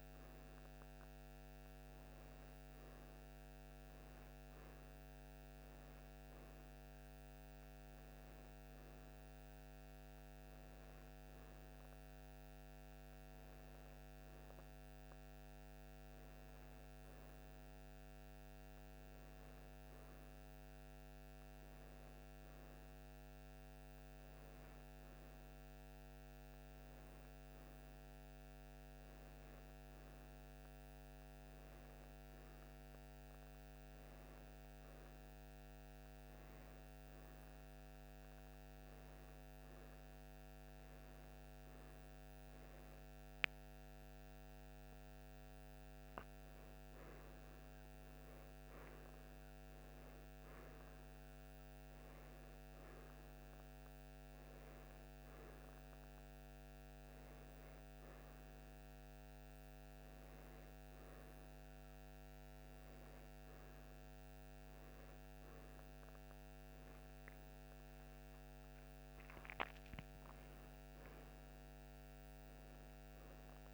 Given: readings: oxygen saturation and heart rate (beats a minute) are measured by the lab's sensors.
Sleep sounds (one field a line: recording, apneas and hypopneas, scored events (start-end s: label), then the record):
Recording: a person awake in a sleep study, hard to hear, by a microphone on the trachea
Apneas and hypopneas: none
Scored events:
none scored
From the record:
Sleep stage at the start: awake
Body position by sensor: on the right side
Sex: female